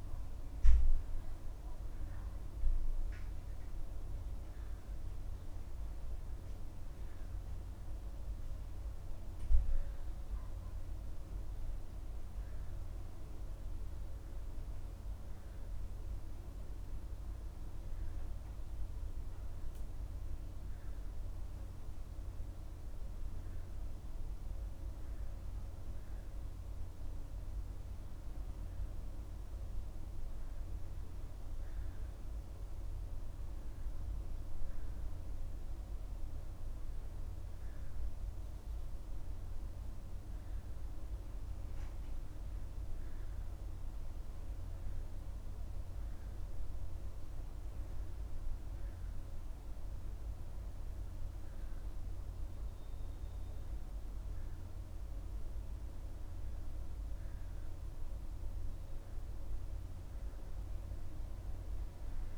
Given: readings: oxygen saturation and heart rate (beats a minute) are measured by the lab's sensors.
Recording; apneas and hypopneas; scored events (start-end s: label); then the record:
breathing in sleep, hard to hear, by a room microphone; none
none scored
From the record:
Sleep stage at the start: N2 (light sleep); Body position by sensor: on the back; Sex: male